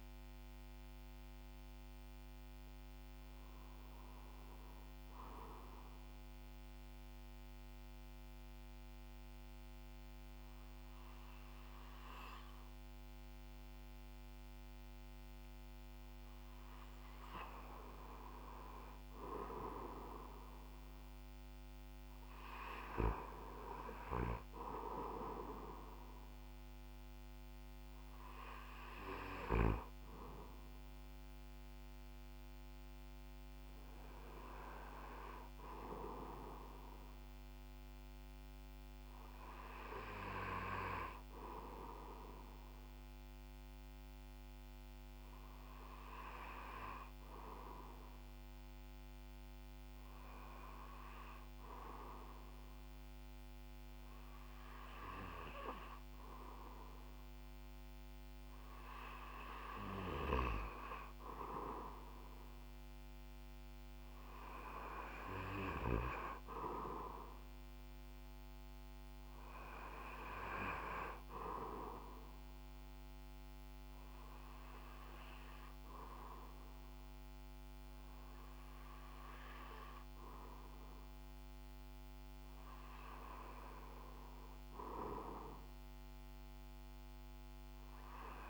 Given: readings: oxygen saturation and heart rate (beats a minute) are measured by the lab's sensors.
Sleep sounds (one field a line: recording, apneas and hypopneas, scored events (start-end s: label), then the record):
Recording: breathing in sleep by a microphone on the trachea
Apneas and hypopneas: 3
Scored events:
5.00-16.00 s: obstructive apnea (oxygen 97% before, 95% lowest, heart rate 59 before, 59 extreme, up 4 after)
19.00-23.50 s: arousal
50.50-61.50 s: hypopnea (oxygen 98% before, 94% lowest, heart rate 61 before, 61 extreme, up 2 after)
71.50-81.50 s: hypopnea (oxygen 98% before, 94% lowest, heart rate 62 before, 60 extreme, up 4 after)
84.50-88.50 s: arousal
From the record:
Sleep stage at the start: REM sleep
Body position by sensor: on the back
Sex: male